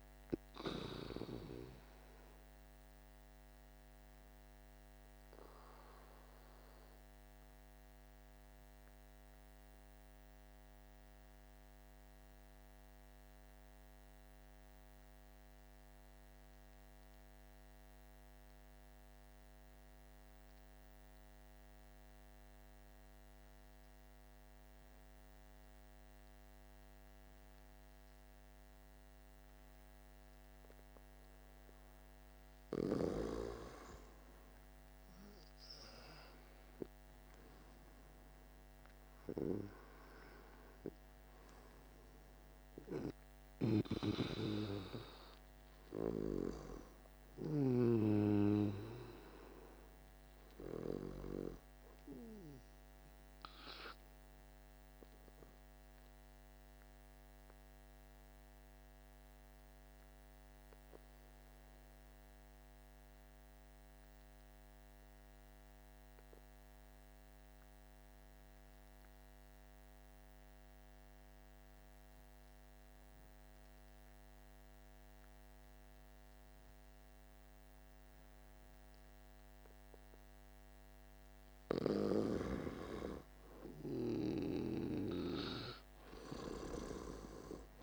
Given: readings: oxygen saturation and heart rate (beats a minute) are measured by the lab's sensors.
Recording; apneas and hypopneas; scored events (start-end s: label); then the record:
breathing in sleep by a microphone on the trachea; 2
0.00-12.50 s: oxygen desaturation (device-marked, oxygen 89% lowest, heart rate 48 extreme)
3.00-31.50 s: obstructive apnea (oxygen 98% before, 89% lowest, heart rate 57 before, 48 extreme, up 10 after)
30.50-61.50 s: oxygen desaturation (device-marked, oxygen 98% before, 90% lowest, heart rate 48 before, 48 extreme)
35.00-39.50 s: arousal
56.00-81.50 s: obstructive apnea (oxygen 97% before, 91% lowest, heart rate 54 before, 48 extreme, up 5 after)
77.50-87.83 s: oxygen desaturation (device-marked, oxygen 99% before, 91% lowest, heart rate 49 before, 47 extreme)
84.00-87.83 s: arousal
From the record:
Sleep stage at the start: N2 (light sleep); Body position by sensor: on the back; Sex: male